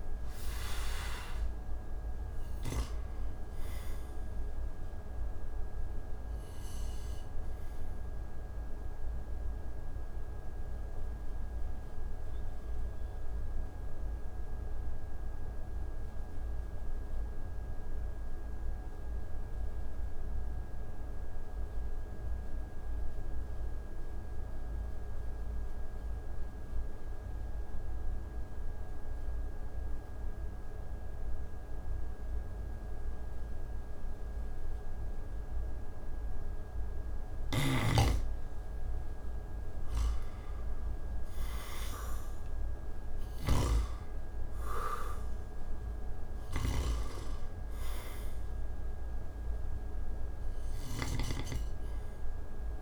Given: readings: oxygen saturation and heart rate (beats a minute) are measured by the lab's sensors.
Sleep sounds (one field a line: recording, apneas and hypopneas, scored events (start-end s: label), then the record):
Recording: breathing in sleep by a room microphone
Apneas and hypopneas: 1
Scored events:
0.00-23.50 s: oxygen desaturation (device-marked, oxygen 81% lowest)
7.00-35.50 s: mixed apnea (oxygen 98% before, 81% lowest)
36.50-52.82 s: oxygen desaturation (device-marked, oxygen 98% before, 81% lowest)
37.00-51.00 s: snoring (device-marked)
38.50-43.50 s: arousal
From the record:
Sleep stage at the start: N2 (light sleep)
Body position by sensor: on the back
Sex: male